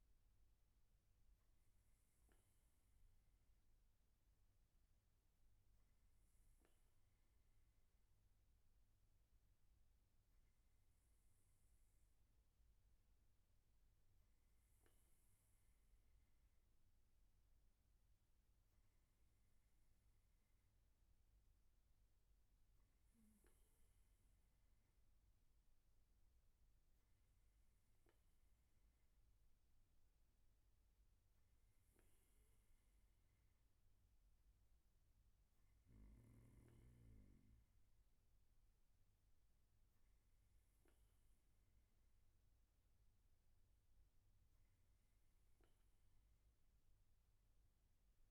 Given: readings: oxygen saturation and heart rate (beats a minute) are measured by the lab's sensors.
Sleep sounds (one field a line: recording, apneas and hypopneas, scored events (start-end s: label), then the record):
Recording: breathing in sleep, hard to hear, by a room microphone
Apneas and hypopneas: none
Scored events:
none scored
From the record:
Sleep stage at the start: N1 (lightest sleep)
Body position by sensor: on the right side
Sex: male